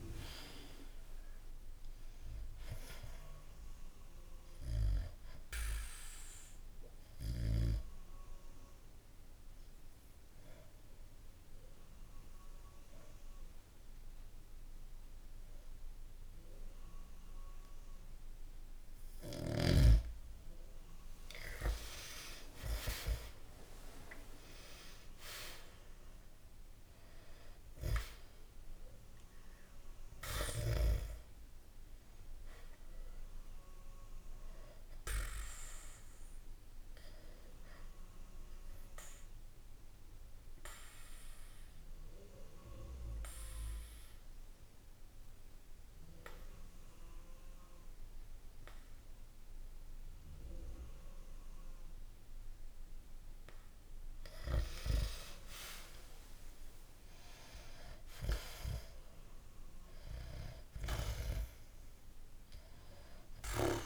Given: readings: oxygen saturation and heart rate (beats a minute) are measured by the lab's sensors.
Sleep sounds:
breathing in sleep by a room microphone; 2
0.00-1.00 s: oxygen desaturation (device-marked, oxygen 93% lowest, heart rate 57 extreme)
0.00-1.50 s: arousal
5.00-19.50 s: obstructive apnea (oxygen 98% before, 90% lowest, heart rate 66 before, 59 extreme, up 8 after)
21.00-25.50 s: arousal
29.00-48.00 s: oxygen desaturation (device-marked, oxygen 96% before, 90% lowest, heart rate 64 before, 62 extreme)
37.00-53.50 s: obstructive apnea (oxygen 96% before, 90% lowest, heart rate 65 before, 62 extreme)
55.50-59.50 s: arousal
62.00-63.86 s: oxygen desaturation (device-marked, oxygen 97% before, 92% lowest, heart rate 66 before, 55 extreme)
From the record:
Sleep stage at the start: N2 (light sleep); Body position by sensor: on the back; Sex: male

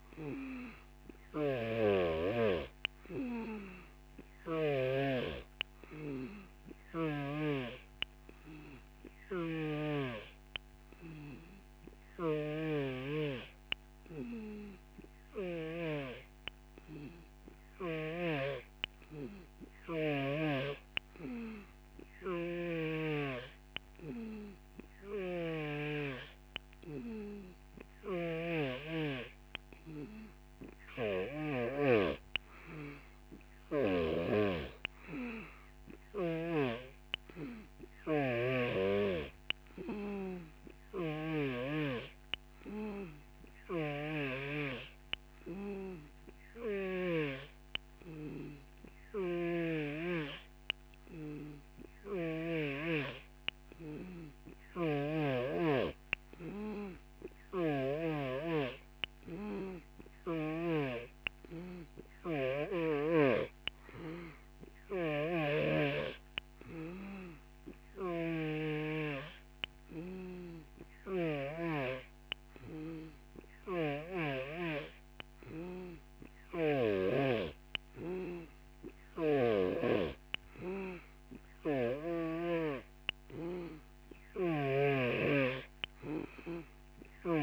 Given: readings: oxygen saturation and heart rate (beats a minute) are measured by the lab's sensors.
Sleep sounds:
breathing in sleep by a microphone on the trachea; none
0.00-5.00 s: snoring (device-marked)
12.00-31.50 s: snoring (device-marked)
36.00-41.50 s: snoring (device-marked)
43.50-47.00 s: snoring (device-marked)
49.00-52.50 s: snoring (device-marked)
54.50-58.00 s: snoring (device-marked)
65.00-71.50 s: snoring (device-marked)
73.50-77.00 s: snoring (device-marked)
81.50-85.00 s: snoring (device-marked)
From the record:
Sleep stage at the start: N3 (deep sleep); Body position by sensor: on the back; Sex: male

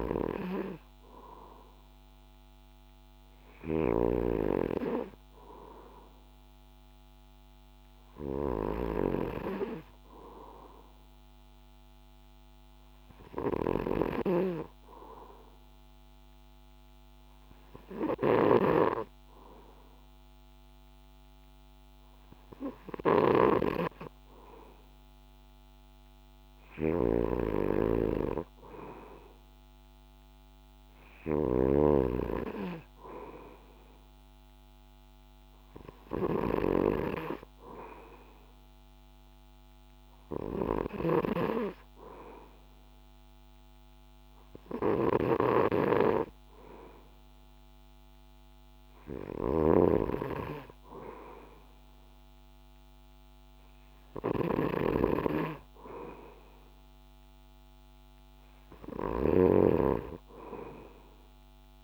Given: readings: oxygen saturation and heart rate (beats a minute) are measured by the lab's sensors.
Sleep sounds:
breathing in sleep by a microphone on the trachea; none
4.00-32.00 s: snoring (device-marked)
41.00-61.84 s: snoring (device-marked)
From the record:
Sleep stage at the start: N2 (light sleep); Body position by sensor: on the back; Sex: male

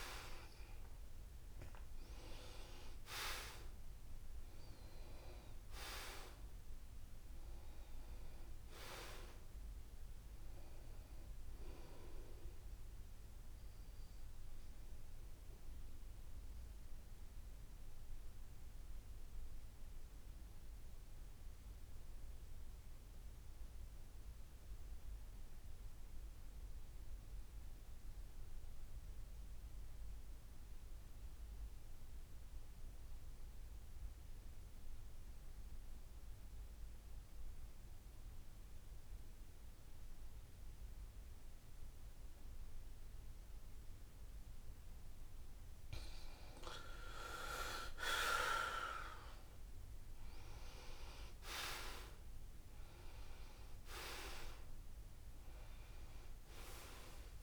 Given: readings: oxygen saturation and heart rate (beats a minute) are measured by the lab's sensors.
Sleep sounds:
breathing in sleep by a room microphone; 1
0.00-1.00 s: arousal
0.00-17.00 s: oxygen desaturation (device-marked, oxygen 83% lowest, heart rate 68 extreme)
13.50-45.50 s: obstructive apnea (oxygen 92% before, 82% lowest, heart rate 76 before, 67 extreme, up 6 after)
37.00-57.43 s: oxygen desaturation (device-marked, oxygen 95% before, 82% lowest, heart rate 69 before, 65 extreme)
43.00-45.00 s: long interval between heartbeats (device-marked, heart rate 71 before, 71 extreme)
47.50-51.50 s: arousal
From the record:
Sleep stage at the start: N2 (light sleep); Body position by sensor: on the back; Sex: male

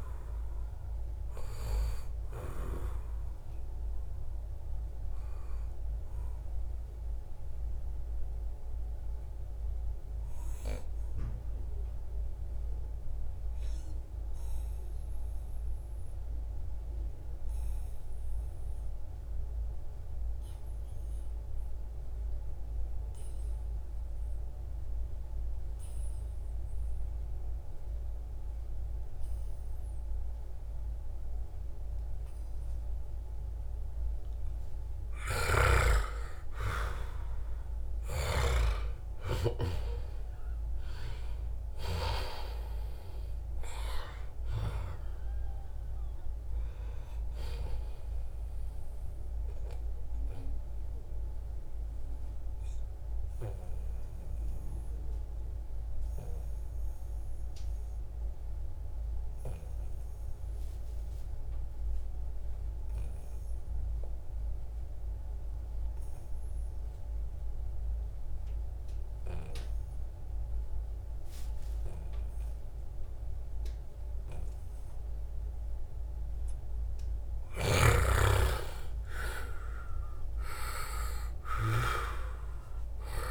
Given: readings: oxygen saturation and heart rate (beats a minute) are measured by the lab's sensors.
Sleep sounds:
breathing in sleep by a room microphone; 2
0.00-21.50 s: oxygen desaturation (device-marked, oxygen 87% lowest, heart rate 71 extreme)
7.50-34.50 s: obstructive apnea (oxygen 97% before, 87% lowest, heart rate 76 before, 71 extreme, up 5 after)
34.50-59.50 s: oxygen desaturation (device-marked, oxygen 97% before, 89% lowest, heart rate 73 before, 73 extreme)
35.00-38.50 s: snoring (device-marked)
36.00-40.50 s: arousal
51.00-76.50 s: obstructive apnea (oxygen 97% before, 89% lowest, heart rate 77 before, 73 extreme, up 4 after)
75.50-83.31 s: oxygen desaturation (device-marked, oxygen 97% before, 89% lowest, heart rate 75 before, 68 extreme)
77.50-82.50 s: arousal
From the record:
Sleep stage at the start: N2 (light sleep); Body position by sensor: on the back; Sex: male

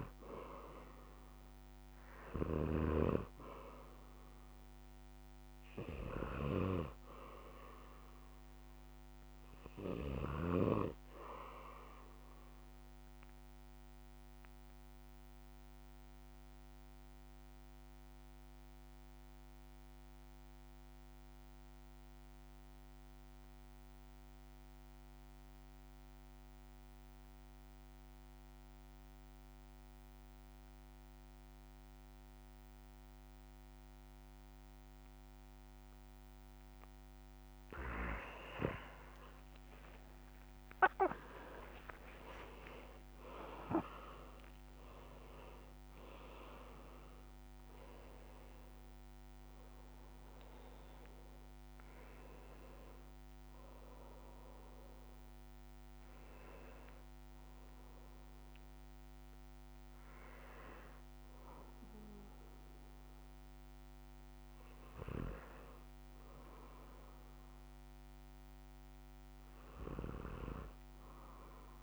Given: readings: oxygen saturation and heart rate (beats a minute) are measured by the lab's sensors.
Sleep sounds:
breathing in sleep by a microphone on the trachea; 1
0.00-5.50 s: oxygen desaturation (device-marked, oxygen 92% lowest, heart rate 56 extreme)
0.00-11.00 s: snoring (device-marked)
13.50-38.00 s: obstructive apnea (oxygen 96% before, 88% lowest, heart rate 67 before, 56 extreme, up 57 after)
33.50-55.50 s: oxygen desaturation (device-marked, oxygen 96% before, 88% lowest, heart rate 61 before, 65 extreme)
39.50-43.00 s: arousal
39.50-45.50 s: tachycardia (device-marked, heart rate 65 before, 119 extreme)
57.50-69.50 s: oxygen desaturation (device-marked, oxygen 91% before, 88% lowest, heart rate 88 before, 63 extreme)
From the record:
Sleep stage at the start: REM sleep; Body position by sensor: on the back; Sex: male

